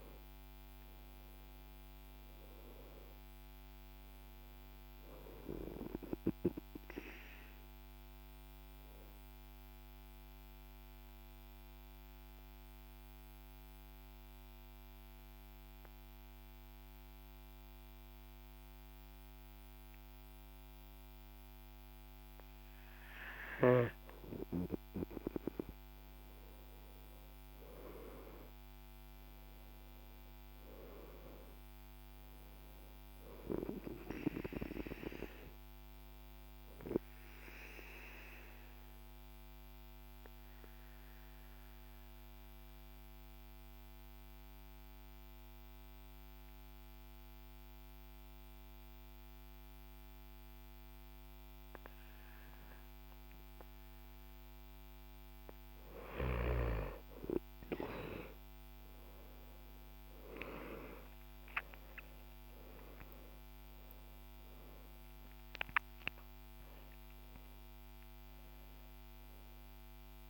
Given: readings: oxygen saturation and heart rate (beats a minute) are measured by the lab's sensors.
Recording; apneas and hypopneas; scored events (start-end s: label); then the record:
breathing in sleep by a microphone on the trachea; 2
0.00-2.50 s: arousal
8.50-21.50 s: central apnea (oxygen 98% before, 92% lowest, heart rate 56 before, 47 extreme, up 12 after)
21.00-32.00 s: oxygen desaturation (device-marked, oxygen 95% before, 92% lowest, heart rate 53 before, 47 extreme)
26.50-30.50 s: arousal
37.50-56.50 s: mixed apnea (oxygen 97% before, 93% lowest, heart rate 53 before, 47 extreme, up 23 after)
52.00-59.00 s: oxygen desaturation (device-marked, oxygen 97% before, 93% lowest, heart rate 50 before, 52 extreme)
61.50-66.00 s: arousal
From the record:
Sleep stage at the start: N2 (light sleep); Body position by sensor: on the back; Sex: male